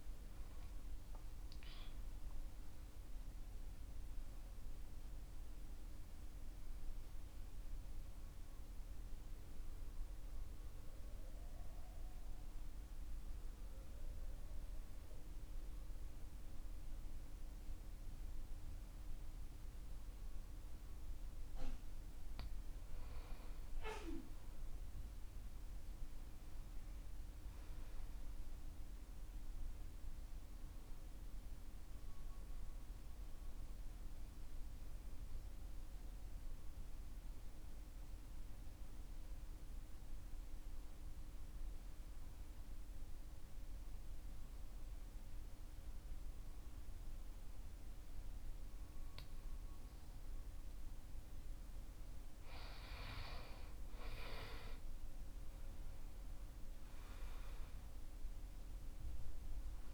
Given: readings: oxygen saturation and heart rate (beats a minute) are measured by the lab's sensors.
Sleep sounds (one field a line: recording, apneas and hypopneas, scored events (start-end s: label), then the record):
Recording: breathing in sleep, hard to hear, by a room microphone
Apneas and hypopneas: 2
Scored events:
2.50-21.50 s: central apnea (oxygen 98% before, 92% lowest, heart rate 57 before, 45 extreme, up 18 after)
17.00-26.00 s: oxygen desaturation (device-marked, oxygen 97% before, 94% lowest, heart rate 58 before, 47 extreme)
24.00-29.50 s: arousal
34.50-51.50 s: mixed apnea (oxygen 98% before, 92% lowest, heart rate 53 before, 47 extreme, up 18 after)
51.00-58.00 s: oxygen desaturation (device-marked, oxygen 96% before, 92% lowest, heart rate 49 before, 47 extreme)
56.50-59.94 s: arousal
From the record:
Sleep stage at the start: N2 (light sleep)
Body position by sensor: on the back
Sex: male